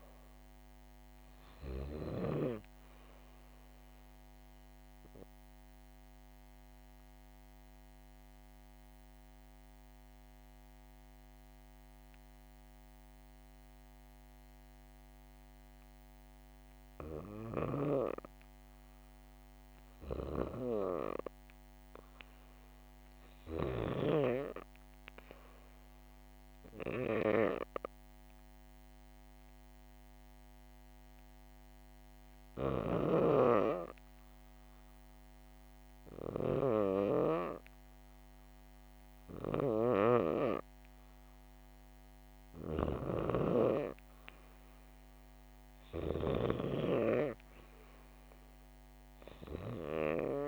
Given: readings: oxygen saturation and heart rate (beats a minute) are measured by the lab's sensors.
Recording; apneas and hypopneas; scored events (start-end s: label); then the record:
breathing in sleep by a microphone on the trachea; 1
0.00-17.50 s: oxygen desaturation (device-marked, oxygen 92% lowest, heart rate 65 extreme)
5.50-18.00 s: obstructive apnea (oxygen 100% before, 90% lowest, heart rate 68 before, 65 extreme, up 0 after)
21.50-24.50 s: arousal
42.50-50.48 s: oxygen desaturation (device-marked, oxygen 95% before, 90% lowest, heart rate 66 before, 66 extreme)
From the record:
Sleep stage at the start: REM sleep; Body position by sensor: on the back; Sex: female